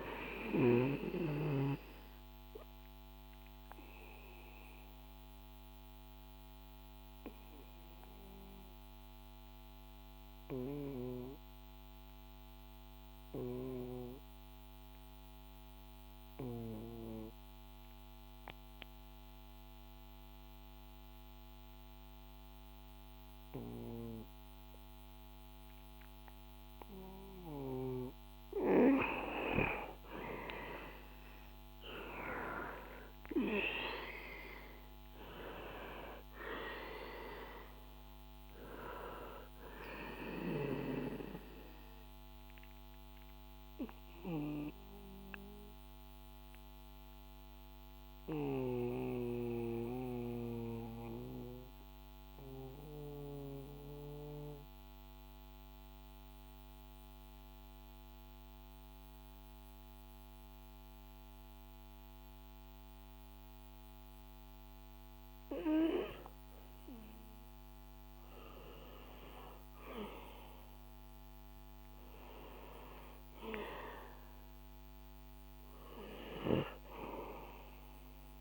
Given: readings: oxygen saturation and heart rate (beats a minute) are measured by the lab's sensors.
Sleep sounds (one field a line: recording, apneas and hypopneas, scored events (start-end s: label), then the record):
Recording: breathing in sleep by a microphone on the trachea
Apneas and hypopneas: 2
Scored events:
0.00-17.50 s: oxygen desaturation (device-marked, oxygen 94% lowest, heart rate 61 extreme)
3.50-27.00 s: obstructive apnea (oxygen 99% before, 93% lowest, heart rate 65 before, 61 extreme, up 6 after)
30.00-35.00 s: arousal
41.50-65.00 s: obstructive apnea (oxygen 97% before, 92% lowest, heart rate 64 before, 60 extreme, up 2 after)
66.50-70.50 s: arousal
From the record:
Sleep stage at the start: N2 (light sleep)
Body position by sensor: on the back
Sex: male